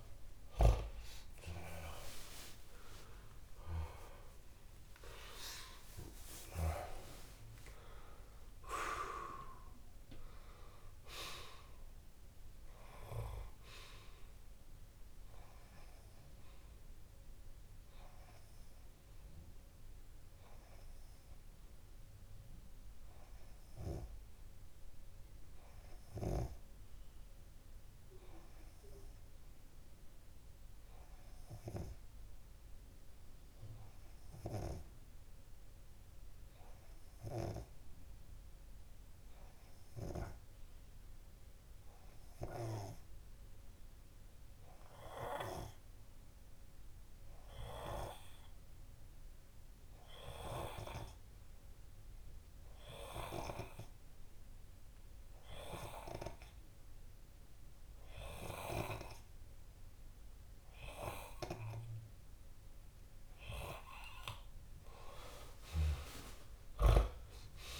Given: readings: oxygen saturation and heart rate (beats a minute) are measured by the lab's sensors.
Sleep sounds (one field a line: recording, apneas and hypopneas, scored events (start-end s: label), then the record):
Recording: breathing in sleep by a room microphone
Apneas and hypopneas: 1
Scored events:
0.00-2.50 s: arousal
28.50-61.50 s: hypopnea (oxygen 95% before, 95% lowest)
35.00-37.00 s: long interval between heartbeats (device-marked)
From the record:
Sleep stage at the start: N2 (light sleep)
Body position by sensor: on the left side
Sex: male